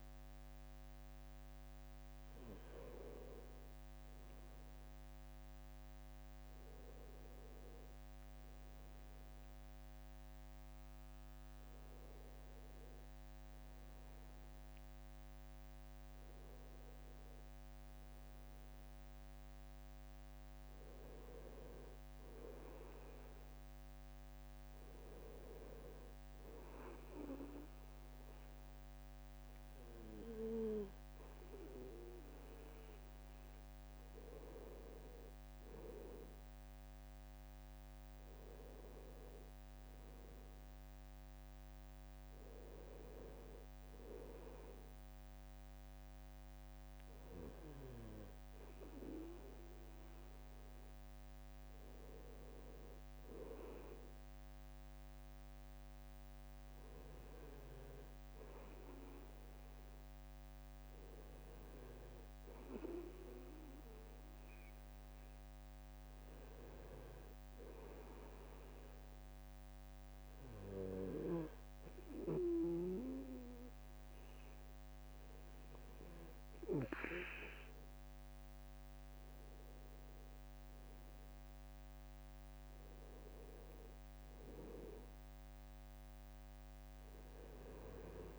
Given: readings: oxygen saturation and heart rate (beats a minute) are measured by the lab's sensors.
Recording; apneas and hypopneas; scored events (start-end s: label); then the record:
breathing in sleep by a microphone on the trachea; 1
69.00-80.00 s: hypopnea (oxygen 95% before, 90% lowest, heart rate 68 before, 67 extreme, up 4 after)
83.00-87.00 s: arousal
From the record:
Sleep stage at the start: N2 (light sleep); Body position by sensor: on the right side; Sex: male